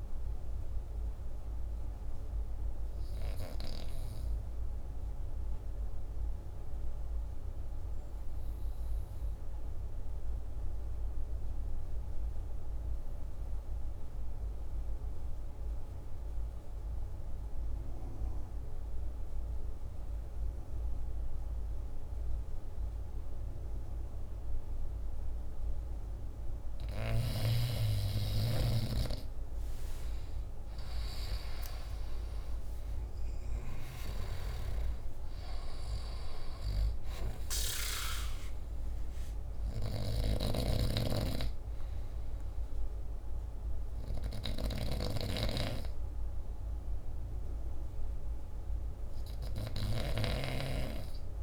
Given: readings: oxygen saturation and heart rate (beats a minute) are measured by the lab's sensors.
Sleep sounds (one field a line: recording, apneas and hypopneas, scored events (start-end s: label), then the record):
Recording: breathing in sleep by a room microphone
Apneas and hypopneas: 1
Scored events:
0.00-9.50 s: oxygen desaturation (device-marked, oxygen 90% lowest, heart rate 47 extreme)
7.00-25.50 s: obstructive apnea (oxygen 97% before, 85% lowest, heart rate 52 before, 48 extreme, up 12 after)
23.50-51.42 s: oxygen desaturation (device-marked, oxygen 98% before, 85% lowest, heart rate 48 before, 48 extreme)
27.00-30.00 s: arousal
From the record:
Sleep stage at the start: N2 (light sleep)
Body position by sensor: on the back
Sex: male